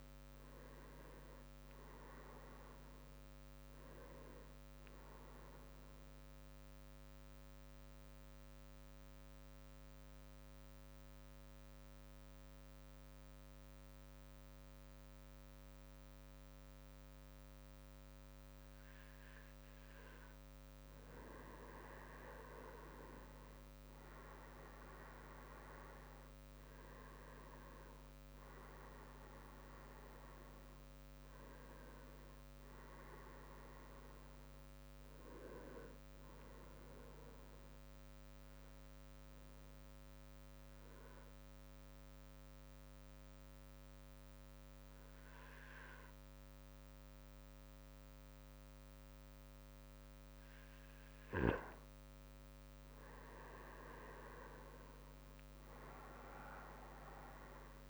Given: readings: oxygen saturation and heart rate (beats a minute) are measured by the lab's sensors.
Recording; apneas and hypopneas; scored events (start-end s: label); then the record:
breathing in sleep by a microphone on the trachea; 2
0.00-9.00 s: oxygen desaturation (device-marked, oxygen 94% lowest, heart rate 55 extreme)
7.50-21.00 s: mixed apnea (oxygen 97% before, 94% lowest, heart rate 65 before, 55 extreme, up 15 after)
21.50-24.50 s: leg movement (device-marked)
22.00-35.00 s: drop in pulse transit time (device-marked, heart rate 59 before, 63 extreme)
22.50-26.50 s: arousal
26.00-41.00 s: oxygen desaturation (device-marked, oxygen 97% before, 94% lowest, heart rate 60 before, 57 extreme)
38.00-51.00 s: obstructive apnea (oxygen 98% before, 94% lowest, heart rate 65 before, 57 extreme, up 13 after)
52.00-57.90 s: drop in pulse transit time (device-marked, heart rate 60 before, 62 extreme)
53.00-57.00 s: arousal
54.50-56.00 s: leg movement (device-marked)
From the record:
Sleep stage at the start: N2 (light sleep); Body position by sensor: on the right side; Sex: male